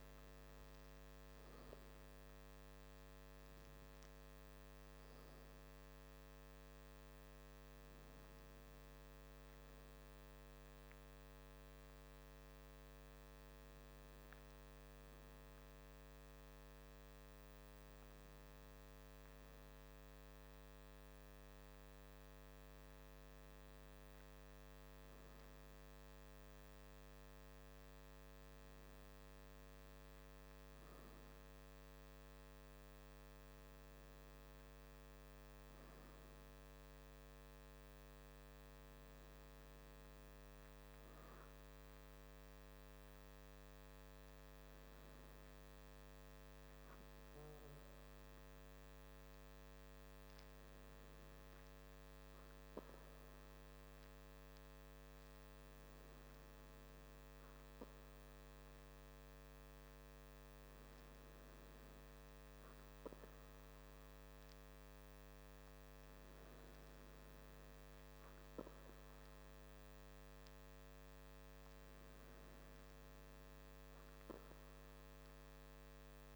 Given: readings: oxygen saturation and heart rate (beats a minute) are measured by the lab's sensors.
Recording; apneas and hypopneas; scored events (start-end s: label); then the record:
breathing in sleep, hard to hear, by a microphone on the trachea; none
none scored
From the record:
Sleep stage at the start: N2 (light sleep); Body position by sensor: on the back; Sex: male